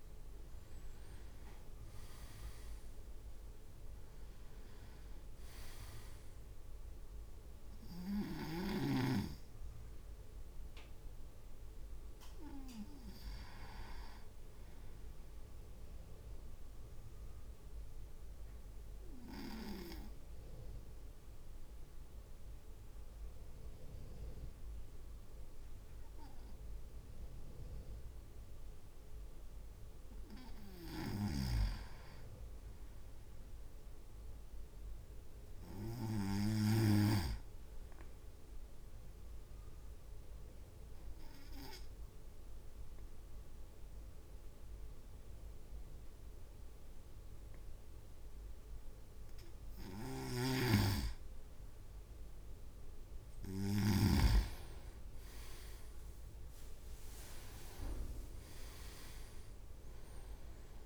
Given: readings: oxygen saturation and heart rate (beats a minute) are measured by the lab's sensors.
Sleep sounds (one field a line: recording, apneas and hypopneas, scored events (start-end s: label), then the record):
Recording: breathing in sleep by a room microphone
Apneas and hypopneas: 2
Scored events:
1.50-5.00 s: arousal
2.50-3.50 s: leg movement (device-marked)
16.00-29.50 s: obstructive apnea (oxygen 99% before, 96% lowest, heart rate 54 before, 51 extreme, up 6 after)
30.00-41.00 s: drop in pulse transit time (device-marked, heart rate 52 before, 53 extreme)
31.00-37.00 s: snoring (device-marked)
32.50-36.50 s: arousal
39.50-50.50 s: obstructive apnea (oxygen 99% before, 96% lowest, heart rate 54 before, 52 extreme, up 8 after)
50.00-54.00 s: snoring (device-marked)
56.00-60.00 s: arousal
57.00-60.00 s: leg movement (device-marked)
57.00-60.86 s: drop in pulse transit time (device-marked, heart rate 54 before, 59 extreme)
From the record:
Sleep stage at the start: N2 (light sleep)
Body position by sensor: on the right side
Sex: male